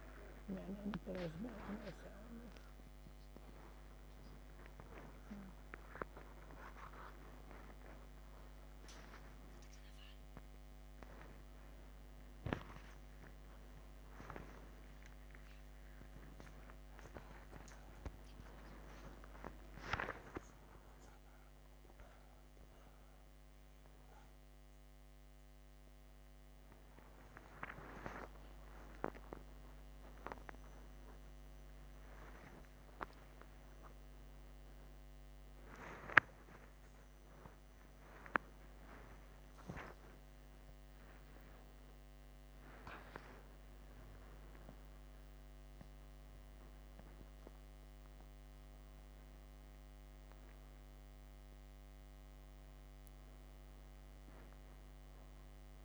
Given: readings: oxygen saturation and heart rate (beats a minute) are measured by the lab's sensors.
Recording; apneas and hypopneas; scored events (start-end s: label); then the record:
a person awake in a sleep study, by a microphone on the trachea; none
45.50-55.50 s: oxygen desaturation (device-marked, oxygen 95% before, 91% lowest)
From the record:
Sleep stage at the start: awake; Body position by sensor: upright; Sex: female